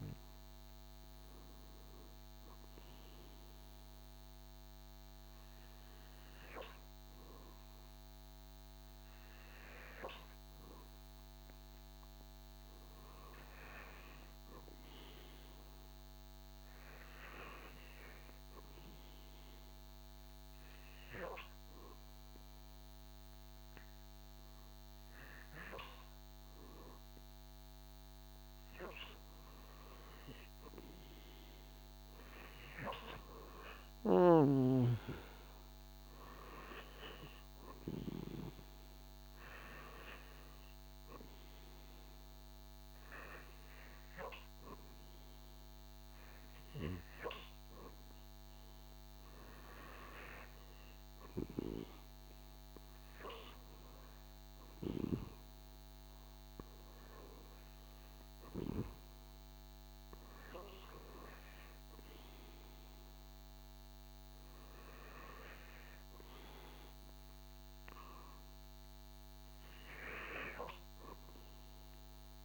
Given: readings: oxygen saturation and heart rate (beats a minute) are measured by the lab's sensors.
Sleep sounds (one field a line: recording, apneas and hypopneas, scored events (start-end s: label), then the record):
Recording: breathing in sleep by a microphone on the trachea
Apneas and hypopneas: 2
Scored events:
5.50-27.50 s: hypopnea (oxygen 96% before, 92% lowest, heart rate 82 before, 79 extreme, up 5 after)
30.00-33.00 s: arousal
32.50-49.50 s: oxygen desaturation (device-marked, oxygen 96% before, 92% lowest, heart rate 81 before, 79 extreme)
40.50-51.00 s: hypopnea (oxygen 98% before, 92% lowest, heart rate 83 before, 79 extreme, up 6 after)
53.00-57.00 s: arousal
70.50-72.44 s: new sleep stage, REM sleep
From the record:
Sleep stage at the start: N2 (light sleep)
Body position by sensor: on the back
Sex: male